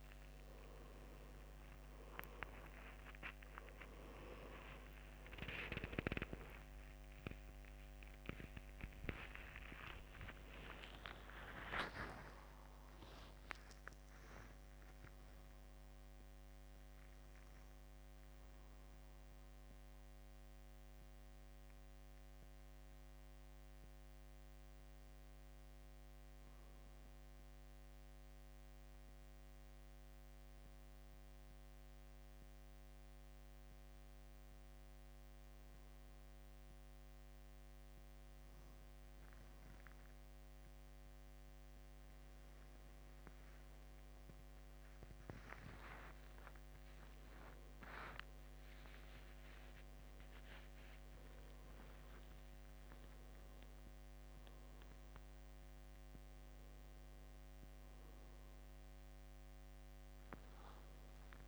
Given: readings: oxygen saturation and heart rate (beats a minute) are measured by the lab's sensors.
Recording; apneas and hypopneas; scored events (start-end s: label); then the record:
a person awake in a sleep study, by a microphone on the trachea; none
40.00-56.00 s: oxygen desaturation (device-marked, oxygen 98% before, 94% lowest, heart rate 73 before, 67 extreme)
43.00-61.48 s: new sleep stage, N1 (lightest sleep)
From the record:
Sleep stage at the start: awake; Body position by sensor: on the back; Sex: male